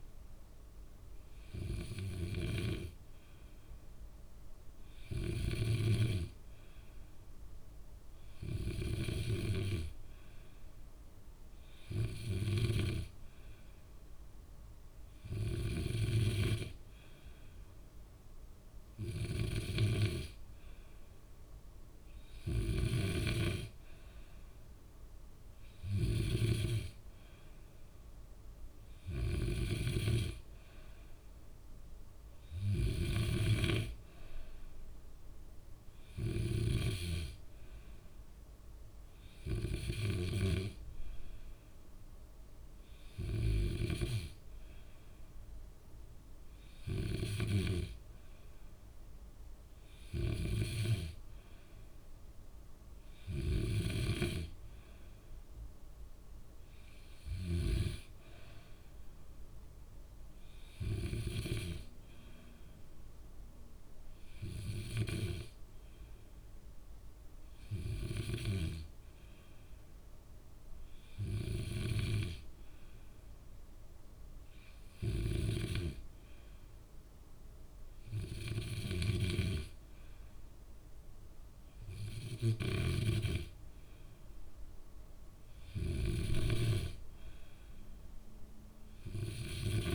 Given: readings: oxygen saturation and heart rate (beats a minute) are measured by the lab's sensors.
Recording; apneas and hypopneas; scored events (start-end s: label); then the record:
breathing in sleep by a room microphone; none
79.00-83.00 s: snoring (device-marked)
From the record:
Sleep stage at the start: N2 (light sleep); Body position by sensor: on the back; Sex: male